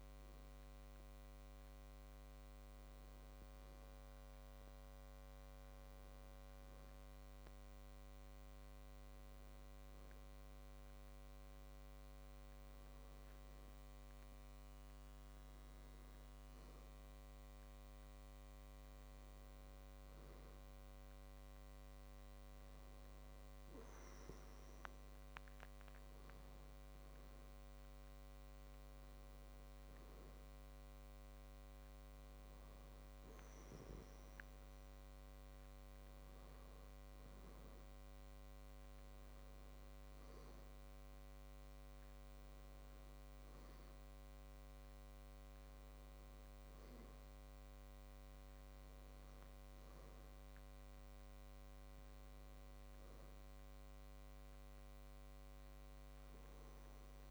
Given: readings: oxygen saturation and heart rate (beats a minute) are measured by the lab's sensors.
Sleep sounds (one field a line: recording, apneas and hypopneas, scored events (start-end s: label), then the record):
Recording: breathing in sleep, hard to hear, by a microphone on the trachea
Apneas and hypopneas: none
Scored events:
none scored
From the record:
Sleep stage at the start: N2 (light sleep)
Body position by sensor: on the back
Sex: male